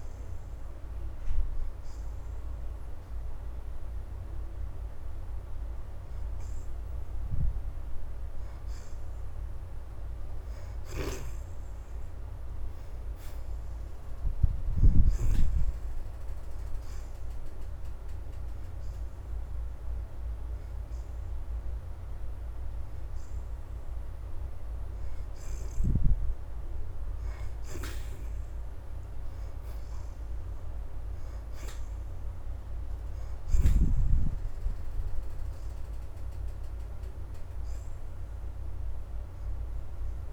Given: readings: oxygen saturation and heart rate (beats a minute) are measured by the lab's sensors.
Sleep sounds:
breathing in sleep by a room microphone; 1
4.00-13.00 s: oxygen desaturation (device-marked, oxygen 72% before, 61% lowest, heart rate 83 before, 79 extreme)
17.50-27.50 s: hypopnea (oxygen 73% before, 58% lowest, heart rate 82 before, 79 extreme, up 6 after)
22.00-34.00 s: oxygen desaturation (device-marked, oxygen 71% before, 58% lowest, heart rate 82 before, 79 extreme)
29.50-33.50 s: arousal
36.00-40.33 s: oxygen desaturation (device-marked, oxygen 71% before, 61% lowest, heart rate 82 before, 81 extreme)
From the record:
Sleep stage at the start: N2 (light sleep); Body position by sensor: on the back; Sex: female

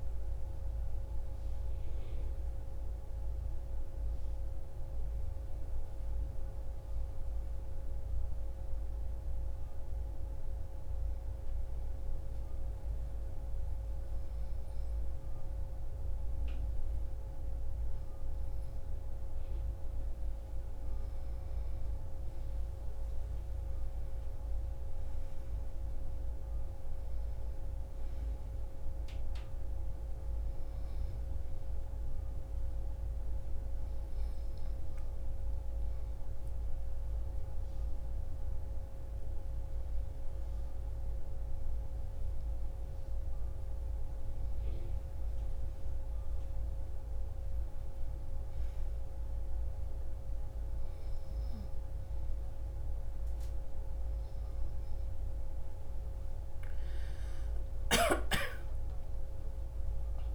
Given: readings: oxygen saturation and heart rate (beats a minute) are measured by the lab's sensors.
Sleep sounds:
breathing in sleep, hard to hear, by a room microphone; 1
11.50-22.00 s: obstructive apnea (oxygen 97% before, 93% lowest)
24.00-28.00 s: arousal
59.00-60.35 s: arousal
From the record:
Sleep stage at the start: N2 (light sleep); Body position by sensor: on the back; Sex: female

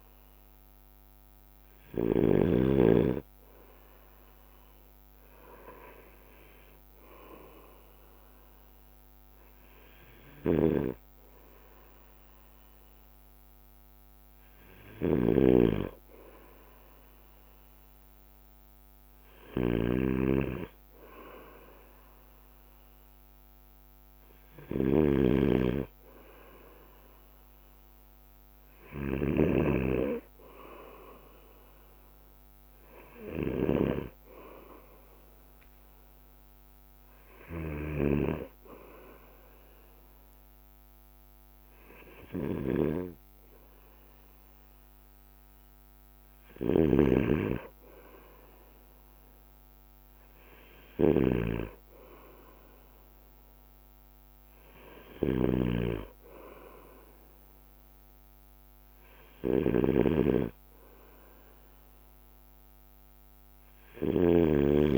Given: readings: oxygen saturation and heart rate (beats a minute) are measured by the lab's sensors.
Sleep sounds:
breathing in sleep by a microphone on the trachea; none
0.00-2.50 s: snoring (device-marked)
0.00-4.50 s: bradycardia (device-marked, heart rate 54 extreme)
5.50-16.50 s: drop in pulse transit time (device-marked, heart rate 56 before, 54 extreme)
7.50-27.50 s: bradycardia (device-marked, heart rate 57 before, 53 extreme)
10.50-64.98 s: snoring (device-marked)
29.50-39.50 s: drop in pulse transit time (device-marked, heart rate 56 before, 58 extreme)
32.50-49.50 s: bradycardia (device-marked, heart rate 57 before, 57 extreme)
49.50-59.50 s: drop in pulse transit time (device-marked, heart rate 58 before, 55 extreme)
50.50-64.98 s: bradycardia (device-marked, heart rate 57 before, 55 extreme)
From the record:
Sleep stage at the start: N2 (light sleep); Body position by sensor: on the right side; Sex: male

